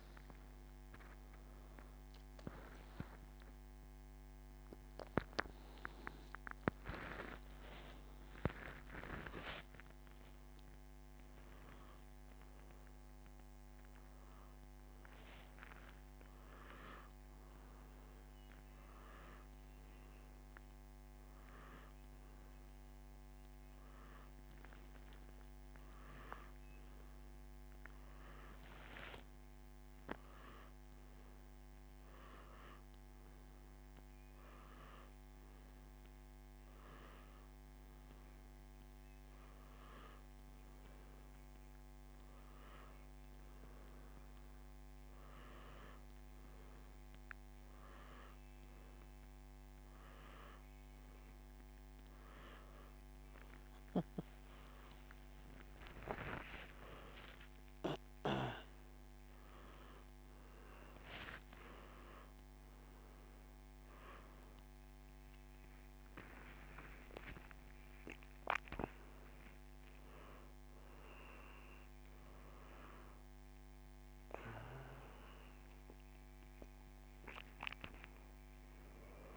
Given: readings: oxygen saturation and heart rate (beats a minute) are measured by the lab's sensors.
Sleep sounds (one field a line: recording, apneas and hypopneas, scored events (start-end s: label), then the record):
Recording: a person partly awake in a sleep study, by a microphone on the trachea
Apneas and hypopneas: none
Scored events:
3.00-18.00 s: oxygen desaturation (device-marked, oxygen 96% before, 90% lowest, heart rate 88 before, 83 extreme)
3.50-9.00 s: arousal
51.00-79.37 s: new sleep stage, awake
From the record:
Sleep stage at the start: N2 (light sleep)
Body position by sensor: on the back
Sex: male